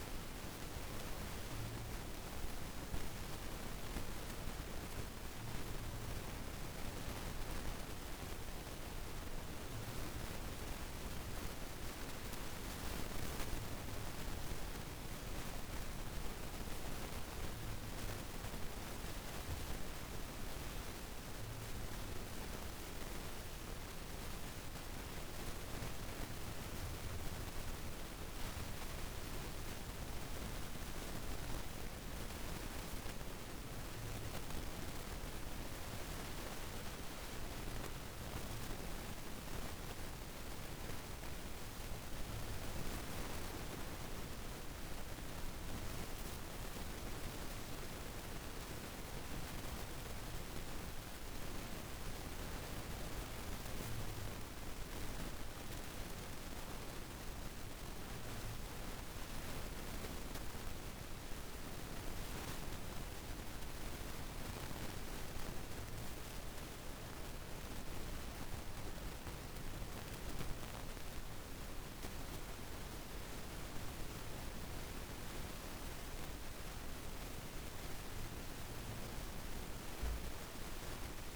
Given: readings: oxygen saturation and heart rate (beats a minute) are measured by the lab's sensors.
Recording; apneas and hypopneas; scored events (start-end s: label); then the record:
breathing in sleep, hard to hear, by a room microphone; 1
27.00-32.00 s: arousal
58.50-70.50 s: hypopnea (oxygen 97% before, 89% lowest, heart rate 57 before, 53 extreme, up 3 after)
68.00-81.36 s: oxygen desaturation (device-marked, oxygen 96% before, 89% lowest, heart rate 58 before, 53 extreme)
73.00-77.00 s: arousal
From the record:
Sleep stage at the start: N2 (light sleep); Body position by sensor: on the back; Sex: female